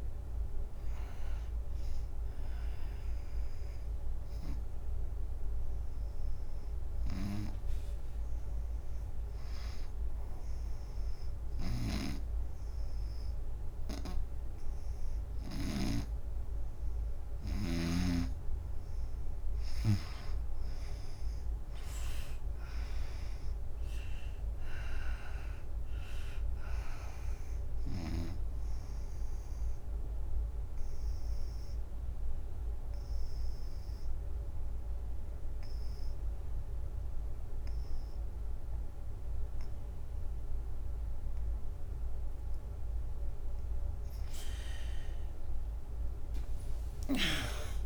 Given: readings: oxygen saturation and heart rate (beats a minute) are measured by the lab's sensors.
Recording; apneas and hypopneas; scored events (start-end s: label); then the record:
breathing in sleep by a room microphone; 2
0.00-10.00 s: oxygen desaturation (device-marked, oxygen 84% lowest, heart rate 75 extreme)
2.50-18.00 s: hypopnea (oxygen 96% before, 80% lowest, heart rate 87 before, 75 extreme, up 8 after)
11.50-16.00 s: snoring (device-marked)
17.00-37.00 s: oxygen desaturation (device-marked, oxygen 98% before, 87% lowest, heart rate 88 before, 73 extreme)
20.50-24.00 s: arousal
28.00-43.00 s: obstructive apnea (oxygen 98% before, 80% lowest, heart rate 80 before, 73 extreme, up 11 after)
39.00-47.86 s: oxygen desaturation (device-marked, oxygen 95% before, 80% lowest, heart rate 87 before, 73 extreme)
46.50-47.86 s: arousal
From the record:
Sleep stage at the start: N2 (light sleep); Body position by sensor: on the right side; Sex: female